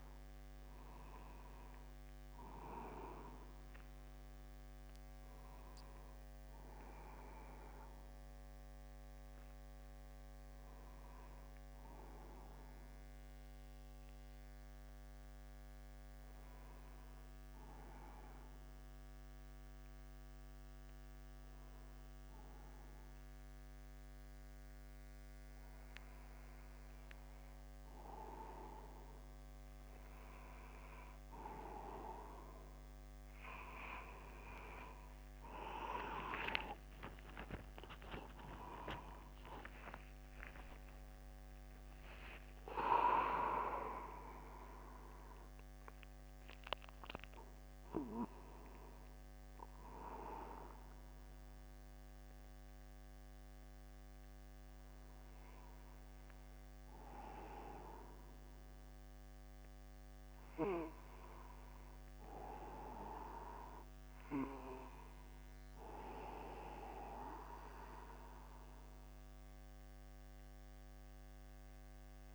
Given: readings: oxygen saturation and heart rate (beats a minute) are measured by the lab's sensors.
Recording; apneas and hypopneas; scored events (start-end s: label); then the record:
a person partly awake in a sleep study, by a microphone on the trachea; 1
14.00-29.50 s: hypopnea (oxygen 95% before, 93% lowest, heart rate 50 before, 50 extreme, up 53 after)
14.00-44.00 s: new sleep stage, N1 (lightest sleep)
35.00-37.00 s: long interval between heartbeats (device-marked, heart rate 53 before, 84 extreme)
37.50-39.50 s: long interval between heartbeats (device-marked, heart rate 57 before, 103 extreme)
40.00-42.00 s: long interval between heartbeats (device-marked, heart rate 67 before, 145 extreme)
44.00-72.35 s: new sleep stage, awake
From the record:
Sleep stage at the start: N2 (light sleep); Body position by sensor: upright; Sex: male